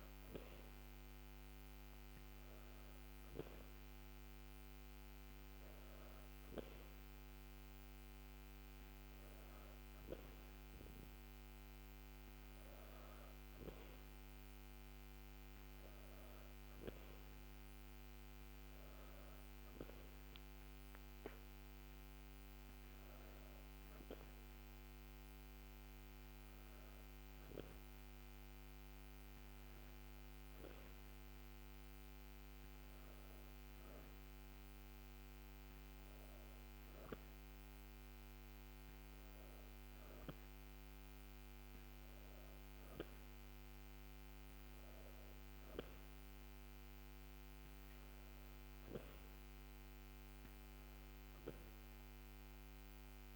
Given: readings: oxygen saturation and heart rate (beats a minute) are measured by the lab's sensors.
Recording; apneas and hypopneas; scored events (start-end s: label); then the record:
breathing in sleep, hard to hear, by a microphone on the trachea; none
none scored
From the record:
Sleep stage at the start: N2 (light sleep); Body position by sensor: on the back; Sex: female